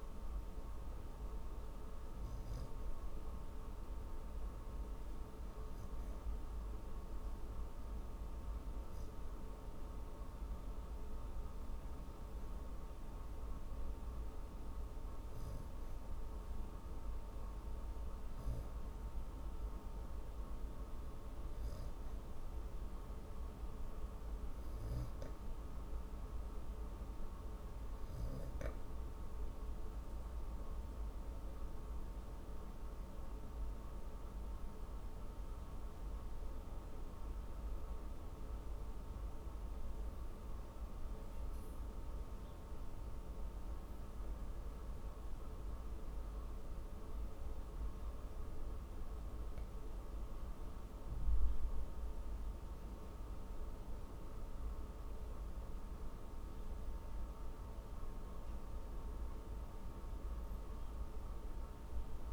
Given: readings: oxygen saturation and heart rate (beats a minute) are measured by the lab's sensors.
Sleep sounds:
breathing in sleep, hard to hear, by a room microphone; 1
10.50-25.50 s: hypopnea (oxygen 96% before, 91% lowest, heart rate 53 before, 47 extreme, up 16 after)
31.50-37.00 s: arousal
From the record:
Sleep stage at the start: N2 (light sleep); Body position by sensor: on the back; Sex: female

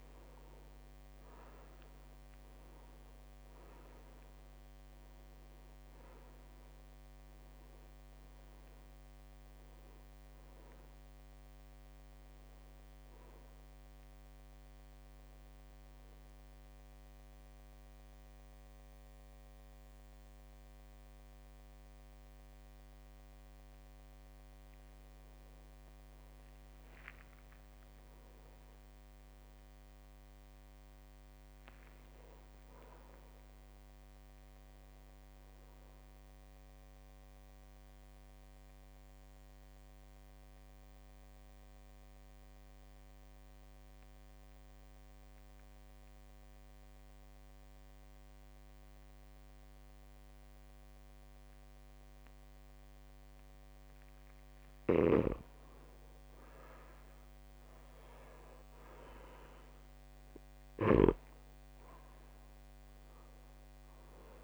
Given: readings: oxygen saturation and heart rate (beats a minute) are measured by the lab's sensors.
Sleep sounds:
breathing in sleep by a microphone on the trachea; 2
1.50-18.50 s: drop in pulse transit time (device-marked, heart rate 52 before, 52 extreme)
2.50-34.50 s: oxygen desaturation (device-marked, oxygen 98% before, 88% lowest, heart rate 52 before, 50 extreme)
15.50-25.50 s: mixed apnea (oxygen 98% before, 88% lowest, heart rate 53 before, 50 extreme, up 35 after)
27.50-32.00 s: arousal
32.50-34.50 s: long interval between heartbeats (device-marked, heart rate 56 before, 80 extreme)
38.50-54.00 s: mixed apnea (oxygen 100% before, 92% lowest, heart rate 65 before, 48 extreme, up 11 after)
55.00-61.50 s: snoring (device-marked)
56.50-60.50 s: arousal
60.00-62.00 s: long interval between heartbeats (device-marked, heart rate 51 before, 60 extreme)
From the record:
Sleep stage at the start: N2 (light sleep); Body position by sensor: on the back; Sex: male

